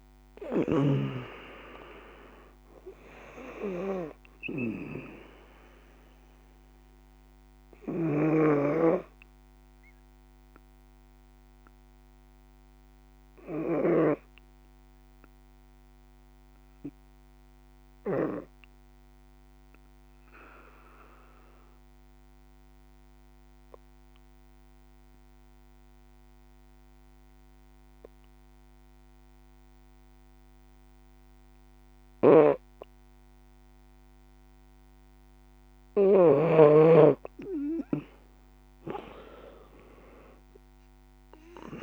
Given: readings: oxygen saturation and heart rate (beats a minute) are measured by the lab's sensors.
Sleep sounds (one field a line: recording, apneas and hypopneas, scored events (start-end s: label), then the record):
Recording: breathing in sleep by a microphone on the trachea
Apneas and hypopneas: 1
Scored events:
0.00-13.00 s: snoring (device-marked)
0.00-26.00 s: oxygen desaturation (device-marked, oxygen 81% lowest, heart rate 49 extreme)
7.50-35.00 s: obstructive apnea (oxygen 97% before, 81% lowest, heart rate 60 before, 55 extreme, up 9 after)
31.00-41.00 s: snoring (device-marked)
39.50-41.83 s: arousal
From the record:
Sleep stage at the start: N2 (light sleep)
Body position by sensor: on the back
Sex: female